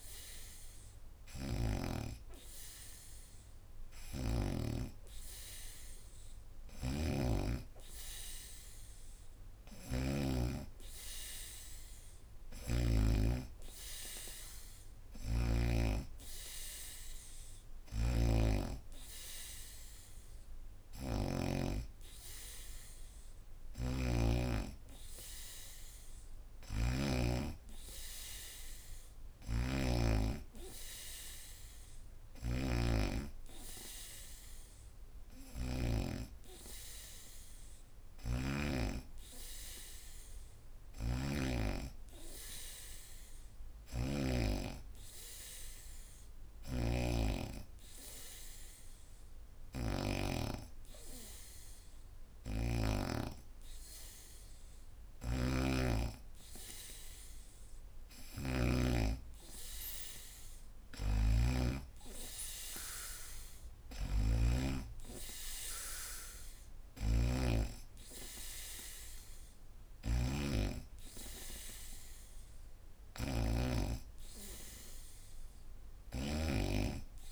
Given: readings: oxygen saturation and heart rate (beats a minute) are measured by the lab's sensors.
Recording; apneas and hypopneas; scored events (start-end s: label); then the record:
breathing in sleep by a room microphone; none
1.00-4.50 s: snoring (device-marked)
6.50-10.00 s: snoring (device-marked)
12.00-15.50 s: snoring (device-marked)
16.00-32.00 s: oxygen desaturation (device-marked, oxygen 95% before, 91% lowest, heart rate 76 before, 74 extreme)
17.50-24.00 s: snoring (device-marked)
26.00-35.50 s: snoring (device-marked)
37.50-44.00 s: snoring (device-marked)
46.00-50.00 s: snoring (device-marked)
54.50-58.50 s: snoring (device-marked)
60.50-73.50 s: snoring (device-marked)
75.50-77.32 s: snoring (device-marked)
From the record:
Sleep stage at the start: N2 (light sleep); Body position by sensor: on the back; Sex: female